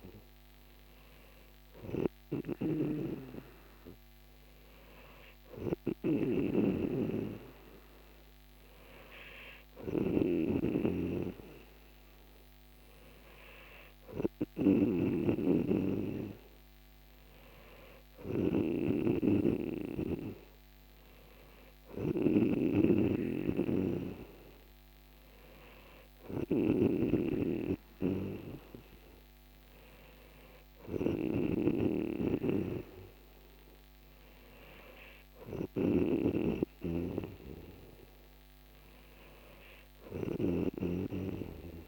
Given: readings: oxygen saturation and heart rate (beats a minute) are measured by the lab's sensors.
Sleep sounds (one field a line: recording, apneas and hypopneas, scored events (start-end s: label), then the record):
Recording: breathing in sleep by a microphone on the trachea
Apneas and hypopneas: none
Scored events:
0.00-41.00 s: snoring (device-marked)
From the record:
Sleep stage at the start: N3 (deep sleep)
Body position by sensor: on the back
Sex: male